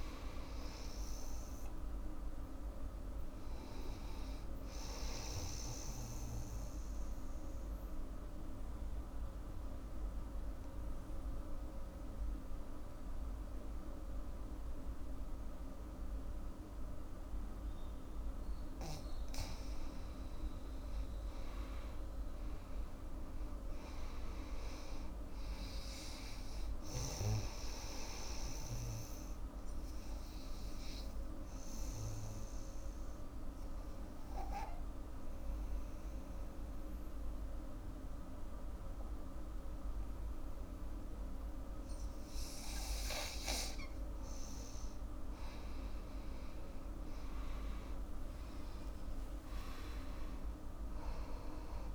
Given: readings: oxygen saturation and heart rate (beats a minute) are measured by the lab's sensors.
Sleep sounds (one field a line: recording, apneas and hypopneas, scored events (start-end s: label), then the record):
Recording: breathing in sleep, hard to hear, by a room microphone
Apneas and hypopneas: 2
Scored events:
0.00-11.50 s: oxygen desaturation (device-marked, oxygen 91% lowest, heart rate 66 extreme)
6.50-18.50 s: obstructive apnea (oxygen 98% before, 88% lowest, heart rate 81 before, 66 extreme, up 16 after)
21.00-24.50 s: arousal
23.50-39.50 s: oxygen desaturation (device-marked, oxygen 98% before, 88% lowest, heart rate 74 before, 66 extreme)
29.00-43.00 s: obstructive apnea (oxygen 98% before, 87% lowest, heart rate 75 before, 68 extreme, up 16 after)
46.00-51.00 s: arousal
47.50-51.95 s: oxygen desaturation (device-marked, oxygen 99% before, 88% lowest, heart rate 74 before, 68 extreme)
From the record:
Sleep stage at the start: N2 (light sleep)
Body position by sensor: on the back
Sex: female